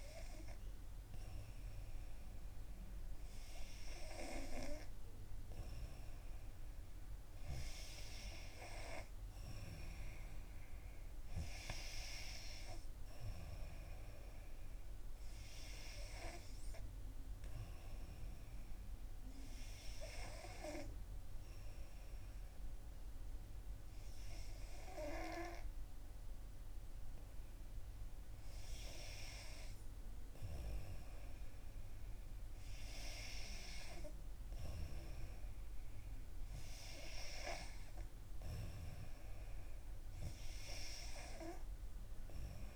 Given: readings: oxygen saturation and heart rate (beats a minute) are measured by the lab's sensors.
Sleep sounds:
breathing in sleep by a room microphone; 1
0.50-4.00 s: arousal
16.50-29.00 s: hypopnea (oxygen 94% before, 89% lowest, heart rate 62 before, 60 extreme, up 2 after)
30.50-33.50 s: arousal
From the record:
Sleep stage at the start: N2 (light sleep); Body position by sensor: on the back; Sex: female

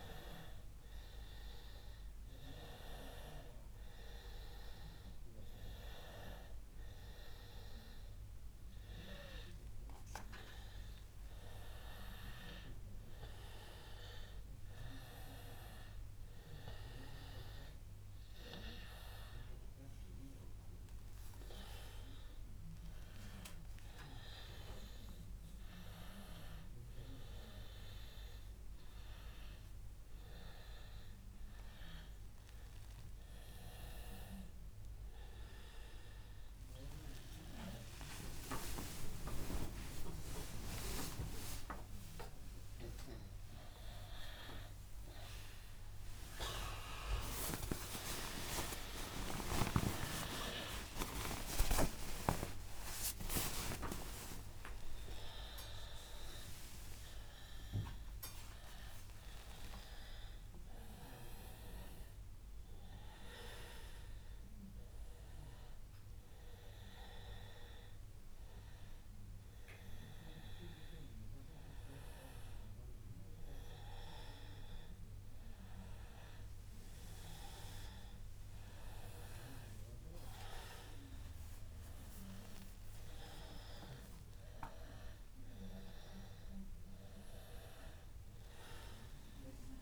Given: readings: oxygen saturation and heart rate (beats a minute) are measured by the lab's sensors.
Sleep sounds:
a person partly awake in a sleep study, by a room microphone; none
33.00-63.00 s: new sleep stage, awake
41.50-43.50 s: long interval between heartbeats (device-marked, heart rate 99 before, 119 extreme)
47.50-49.50 s: long interval between heartbeats (device-marked, heart rate 109 before, 109 extreme)
57.50-59.50 s: long interval between heartbeats (device-marked, heart rate 113 before, 115 extreme)
63.00-89.82 s: new sleep stage, N2 (light sleep)
From the record:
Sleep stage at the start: N2 (light sleep); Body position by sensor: on the back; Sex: male

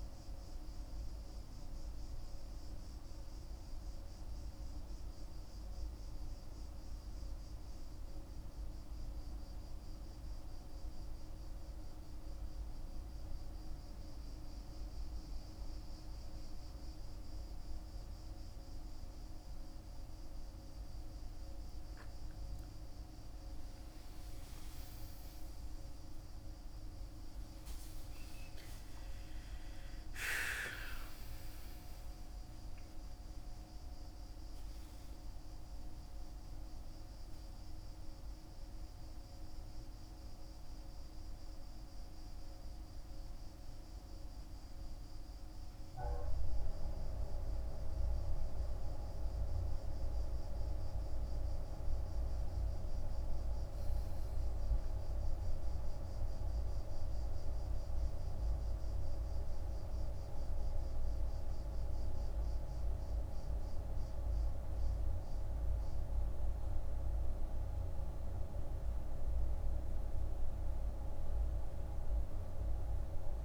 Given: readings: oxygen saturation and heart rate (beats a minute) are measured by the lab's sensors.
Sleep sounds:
breathing in sleep by a room microphone; 1
5.50-35.50 s: new sleep stage, N1 (lightest sleep)
21.50-28.00 s: arousal
35.50-65.50 s: new sleep stage, N2 (light sleep)
38.00-51.00 s: obstructive apnea (oxygen 97% before, 96% lowest, heart rate 58 before, 48 extreme, up 11 after)
54.00-58.00 s: arousal
65.50-73.45 s: new sleep stage, N1 (lightest sleep)
From the record:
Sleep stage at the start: N2 (light sleep); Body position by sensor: on the back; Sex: male

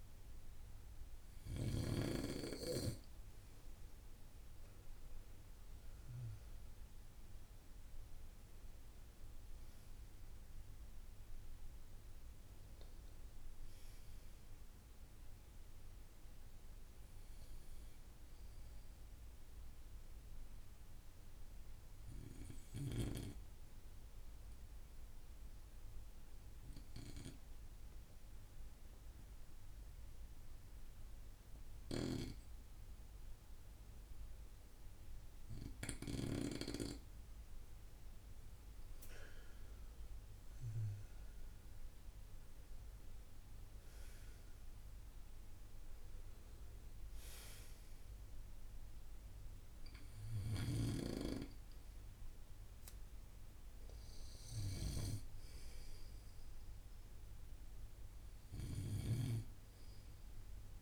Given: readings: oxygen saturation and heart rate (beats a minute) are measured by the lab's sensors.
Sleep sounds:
breathing in sleep by a room microphone; 1
20.00-37.00 s: obstructive apnea (oxygen 96% before, 92% lowest)
39.00-42.50 s: arousal
39.00-60.81 s: oxygen desaturation (device-marked, oxygen 97% before, 92% lowest)
From the record:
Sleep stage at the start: N2 (light sleep); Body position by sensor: on the right side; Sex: male

